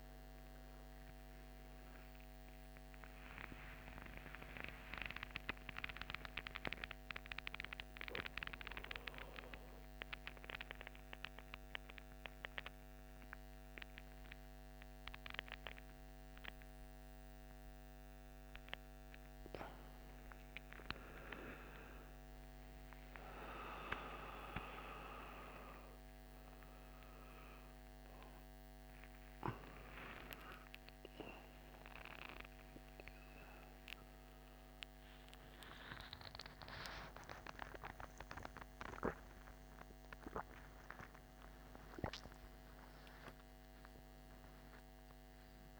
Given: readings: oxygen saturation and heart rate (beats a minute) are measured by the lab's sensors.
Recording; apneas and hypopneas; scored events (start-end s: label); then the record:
a person awake in a sleep study, by a microphone on the trachea; none
0.00-3.50 s: oxygen desaturation (device-marked, oxygen 91% lowest, heart rate 58 extreme)
35.50-42.50 s: oxygen desaturation (device-marked, oxygen 99% before, 95% lowest, heart rate 73 before, 72 extreme)
From the record:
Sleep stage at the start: awake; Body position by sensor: on the right side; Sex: male